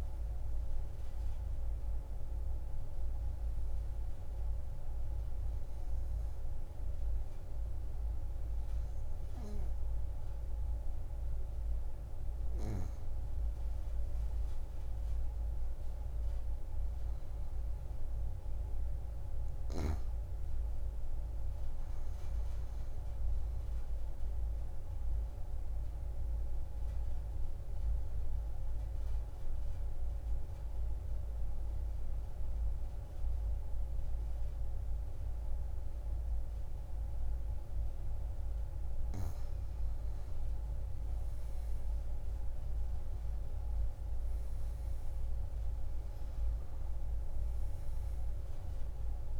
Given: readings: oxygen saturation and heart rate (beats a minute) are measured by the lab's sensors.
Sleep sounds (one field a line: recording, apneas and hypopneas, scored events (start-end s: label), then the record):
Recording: breathing in sleep, hard to hear, by a room microphone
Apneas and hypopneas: 1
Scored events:
25.00-38.50 s: obstructive apnea (oxygen 96% before, 89% lowest)
40.00-43.50 s: arousal
45.00-49.40 s: oxygen desaturation (device-marked, oxygen 95% before, 89% lowest)
From the record:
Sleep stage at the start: N2 (light sleep)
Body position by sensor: on the back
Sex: female